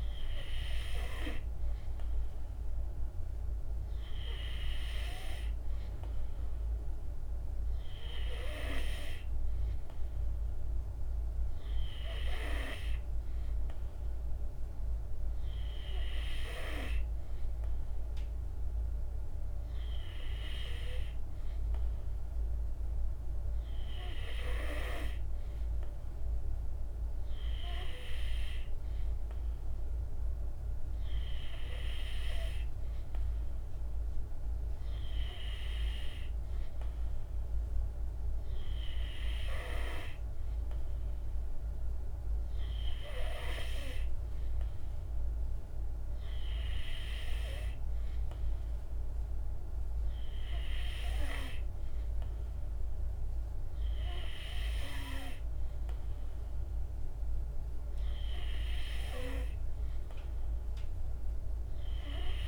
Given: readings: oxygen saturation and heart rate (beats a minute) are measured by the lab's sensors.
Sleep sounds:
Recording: breathing in sleep by a room microphone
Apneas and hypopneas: none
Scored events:
none scored
From the record:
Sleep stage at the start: N2 (light sleep)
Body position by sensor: on the back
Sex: male

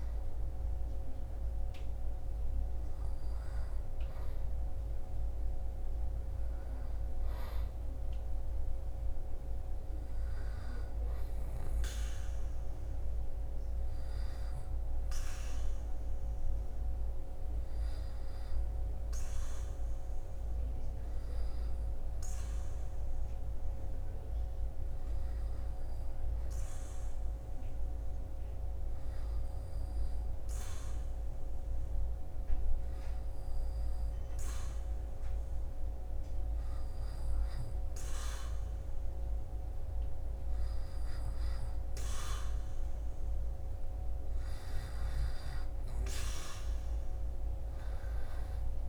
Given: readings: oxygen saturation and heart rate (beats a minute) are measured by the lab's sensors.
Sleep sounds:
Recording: breathing in sleep, hard to hear, by a room microphone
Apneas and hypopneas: 1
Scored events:
14.50-42.00 s: obstructive apnea (oxygen 98% before, 95% lowest, heart rate 66 before, 60 extreme, up 7 after)
From the record:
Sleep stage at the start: N2 (light sleep)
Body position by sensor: on the back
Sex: male

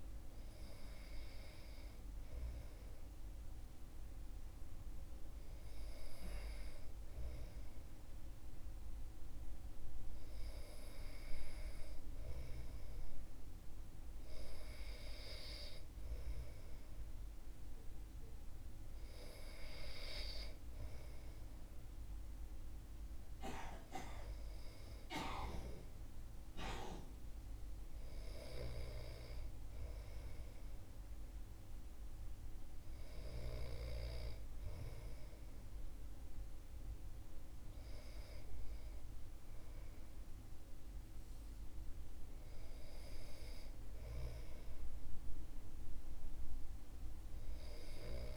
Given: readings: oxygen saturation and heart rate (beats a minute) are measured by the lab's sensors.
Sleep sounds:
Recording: breathing in sleep by a room microphone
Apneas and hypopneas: none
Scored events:
none scored
From the record:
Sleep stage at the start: N2 (light sleep)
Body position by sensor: on the back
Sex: male

